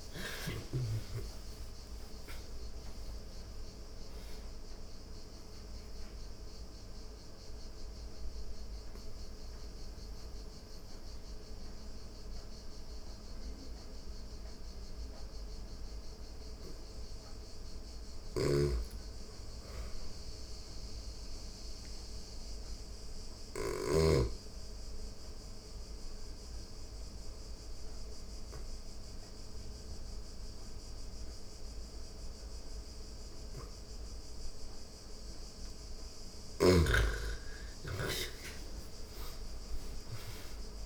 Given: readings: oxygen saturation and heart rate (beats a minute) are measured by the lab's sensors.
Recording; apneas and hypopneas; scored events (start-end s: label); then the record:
breathing in sleep by a room microphone; 2
0.00-1.00 s: arousal
2.00-19.00 s: oxygen desaturation (device-marked, oxygen 98% before, 86% lowest)
5.00-15.50 s: mixed apnea (oxygen 98% before, 86% lowest)
17.50-21.50 s: arousal
17.50-23.50 s: snoring (device-marked)
23.50-35.00 s: obstructive apnea (oxygen 99% before, 86% lowest)
28.00-36.00 s: oxygen desaturation (device-marked, oxygen 99% before, 93% lowest)
37.00-40.50 s: arousal
From the record:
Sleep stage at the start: N2 (light sleep); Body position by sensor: on the back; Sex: female